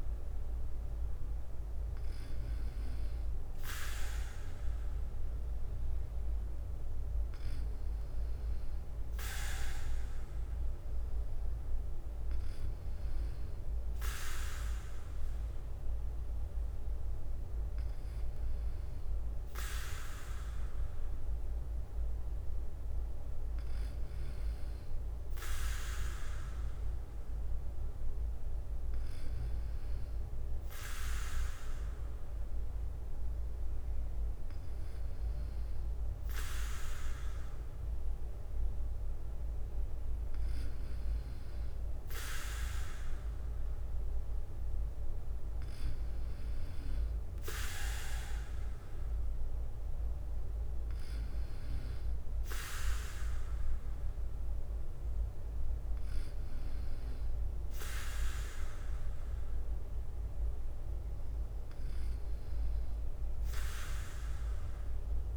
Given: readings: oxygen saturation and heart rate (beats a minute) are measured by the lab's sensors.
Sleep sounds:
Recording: breathing in sleep by a room microphone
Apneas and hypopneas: none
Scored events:
0.00-65.37 s: bradycardia (device-marked, heart rate 52 extreme)
From the record:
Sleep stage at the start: N2 (light sleep)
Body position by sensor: on the back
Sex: male

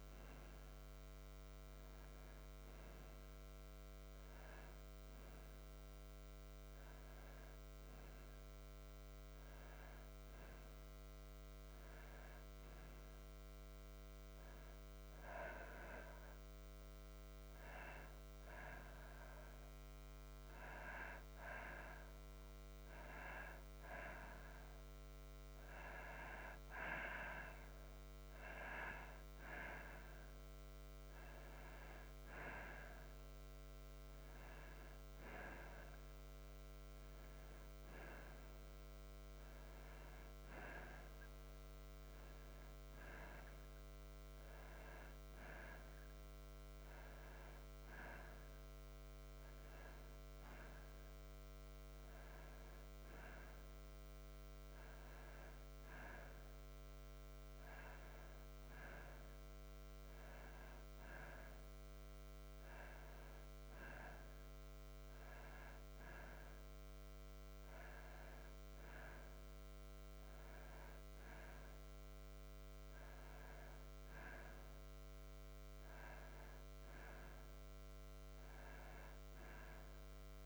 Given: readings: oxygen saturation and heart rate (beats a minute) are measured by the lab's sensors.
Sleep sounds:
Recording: breathing in sleep by a microphone on the trachea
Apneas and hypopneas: none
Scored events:
50.50-80.46 s: new sleep stage, N2 (light sleep)
From the record:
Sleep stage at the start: N1 (lightest sleep)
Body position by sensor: on the back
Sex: male

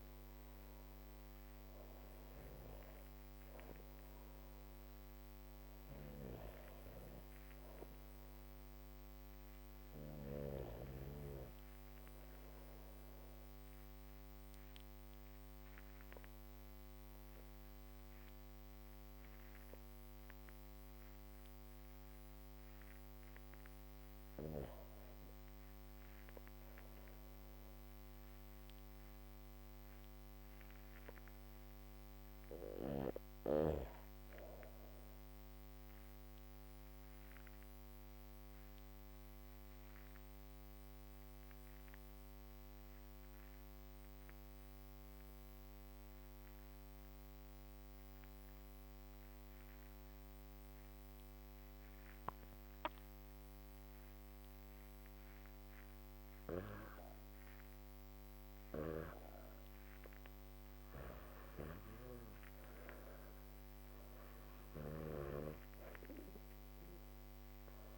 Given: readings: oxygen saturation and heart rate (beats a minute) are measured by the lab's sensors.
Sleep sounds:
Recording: breathing in sleep by a microphone on the trachea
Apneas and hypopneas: 2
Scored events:
0.00-2.00 s: drop in pulse transit time (device-marked, heart rate 70 extreme)
0.00-10.00 s: oxygen desaturation (device-marked, oxygen 91% lowest, heart rate 60 extreme)
10.50-23.50 s: obstructive apnea (oxygen 97% before, 89% lowest, heart rate 73 before, 59 extreme, up 7 after)
25.50-29.00 s: arousal
35.00-58.00 s: obstructive apnea (oxygen 100% before, 89% lowest, heart rate 66 before, 69 extreme, up 1 after)
40.00-51.00 s: drop in pulse transit time (device-marked, heart rate 65 before, 69 extreme)
46.00-67.98 s: oxygen desaturation (device-marked, oxygen 98% before, 89% lowest, heart rate 67 before, 68 extreme)
60.00-64.50 s: arousal
From the record:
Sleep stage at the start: REM sleep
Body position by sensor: on the back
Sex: female

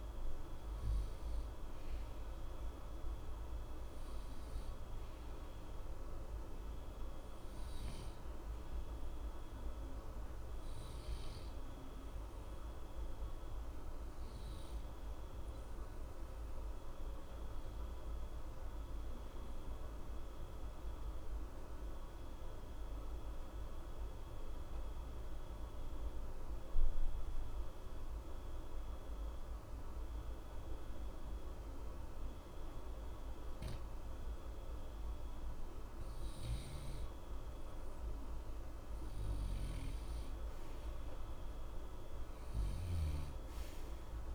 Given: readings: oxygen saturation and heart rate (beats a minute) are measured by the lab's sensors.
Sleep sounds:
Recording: breathing in sleep, hard to hear, by a room microphone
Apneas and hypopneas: 1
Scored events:
0.00-17.00 s: oxygen desaturation (device-marked, oxygen 91% lowest, heart rate 60 extreme)
13.50-38.00 s: obstructive apnea (oxygen 94% before, 89% lowest, heart rate 60 before, 60 extreme, up 0 after)
39.00-44.35 s: oxygen desaturation (device-marked, oxygen 96% before, 89% lowest, heart rate 60 before, 60 extreme)
40.50-44.35 s: arousal
From the record:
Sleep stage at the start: N2 (light sleep)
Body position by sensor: on the right side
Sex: male

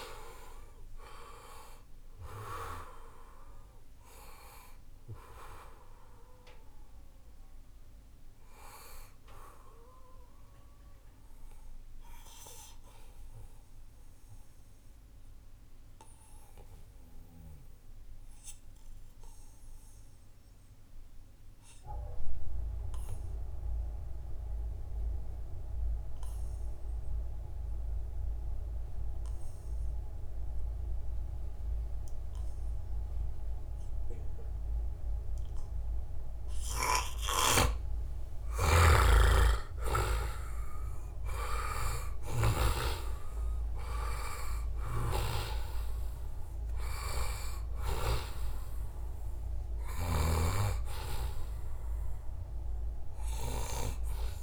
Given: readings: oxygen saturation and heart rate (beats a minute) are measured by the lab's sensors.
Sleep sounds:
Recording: breathing in sleep by a room microphone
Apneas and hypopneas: 1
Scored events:
0.00-19.50 s: oxygen desaturation (device-marked, oxygen 88% lowest, heart rate 67 extreme)
13.50-38.00 s: obstructive apnea (oxygen 96% before, 88% lowest, heart rate 78 before, 71 extreme, up 6 after)
38.50-42.50 s: snoring (device-marked)
38.50-54.42 s: oxygen desaturation (device-marked, oxygen 97% before, 89% lowest, heart rate 74 before, 68 extreme)
39.00-43.00 s: arousal
50.50-52.50 s: long interval between heartbeats (device-marked, heart rate 75 before, 95 extreme)
From the record:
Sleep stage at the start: N2 (light sleep)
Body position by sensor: on the back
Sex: male

